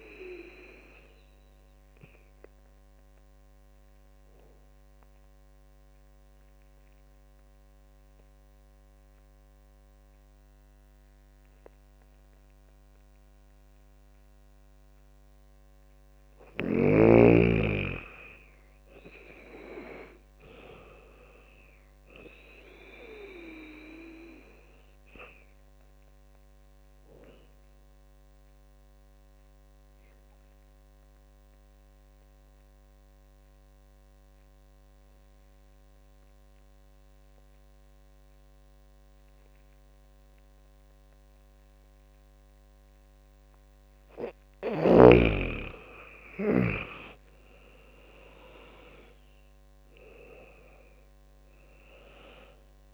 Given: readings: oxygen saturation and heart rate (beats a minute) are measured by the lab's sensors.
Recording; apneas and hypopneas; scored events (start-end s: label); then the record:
breathing in sleep by a microphone on the trachea; 2
2.00-15.50 s: obstructive apnea (oxygen 98% before, 89% lowest, heart rate 82 before, 70 extreme, up 16 after)
7.00-18.00 s: oxygen desaturation (device-marked, oxygen 98% before, 93% lowest, heart rate 81 before, 71 extreme)
19.00-30.00 s: drop in pulse transit time (device-marked, heart rate 77 before, 74 extreme)
19.50-22.50 s: arousal
20.00-39.00 s: oxygen desaturation (device-marked, oxygen 96% before, 90% lowest, heart rate 77 before, 69 extreme)
27.00-43.00 s: obstructive apnea (oxygen 98% before, 89% lowest, heart rate 77 before, 68 extreme, up 17 after)
46.00-49.50 s: arousal
46.00-52.94 s: drop in pulse transit time (device-marked, heart rate 76 before, 70 extreme)
50.00-52.94 s: oxygen desaturation (device-marked, oxygen 98% before, 89% lowest, heart rate 77 before, 68 extreme)
From the record:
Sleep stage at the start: N2 (light sleep); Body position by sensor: on the back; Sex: female